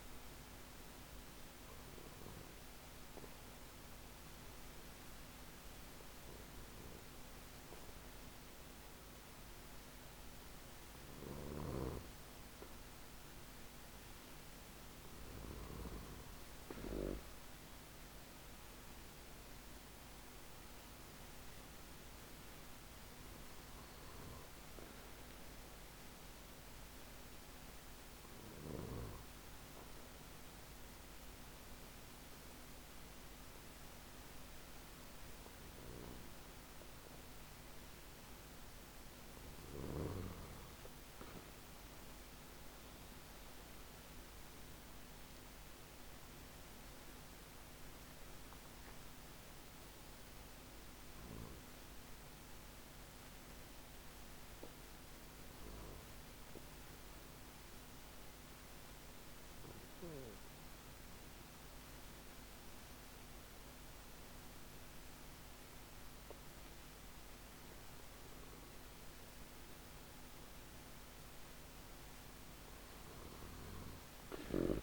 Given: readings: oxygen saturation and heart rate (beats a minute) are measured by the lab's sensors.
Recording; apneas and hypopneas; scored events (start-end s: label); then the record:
a person awake in a sleep study, hard to hear, by a microphone on the trachea; 1
53.50-74.83 s: new sleep stage, N2 (light sleep)
56.00-67.00 s: obstructive apnea (oxygen 96% before, 93% lowest, heart rate 56 before, 48 extreme, up 7 after)
68.00-72.50 s: arousal
From the record:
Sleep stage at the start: awake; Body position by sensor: on the back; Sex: male